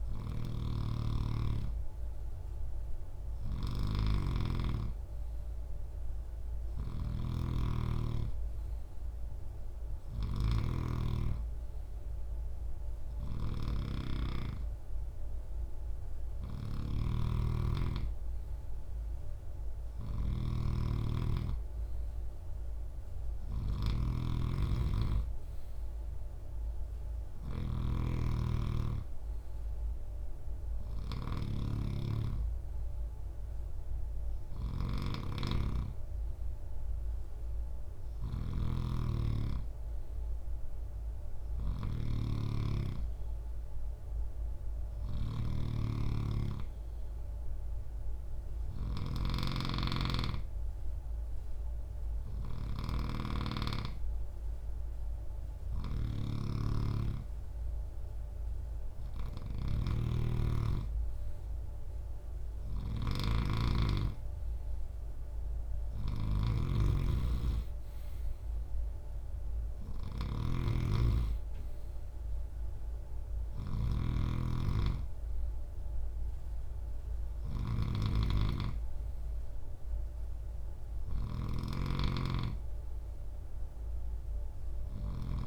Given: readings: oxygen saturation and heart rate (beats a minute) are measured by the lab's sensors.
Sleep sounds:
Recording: breathing in sleep by a room microphone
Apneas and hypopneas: none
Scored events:
0.00-85.46 s: snoring (device-marked)
From the record:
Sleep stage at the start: N3 (deep sleep)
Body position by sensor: on the right side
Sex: male

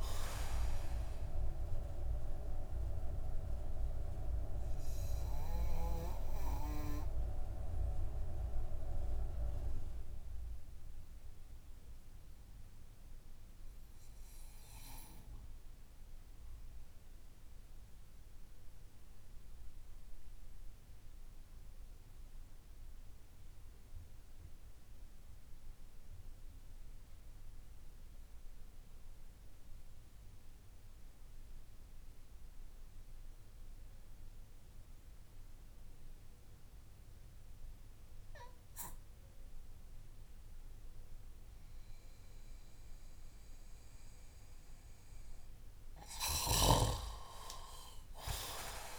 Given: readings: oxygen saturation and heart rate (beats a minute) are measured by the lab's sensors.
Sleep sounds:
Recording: breathing in sleep by a room microphone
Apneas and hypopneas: 1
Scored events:
1.00-44.50 s: obstructive apnea (oxygen 95% before, 91% lowest)
38.50-48.99 s: oxygen desaturation (device-marked, oxygen 98% before, 94% lowest)
46.00-48.99 s: snoring (device-marked)
From the record:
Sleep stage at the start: N2 (light sleep)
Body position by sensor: on the back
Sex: male

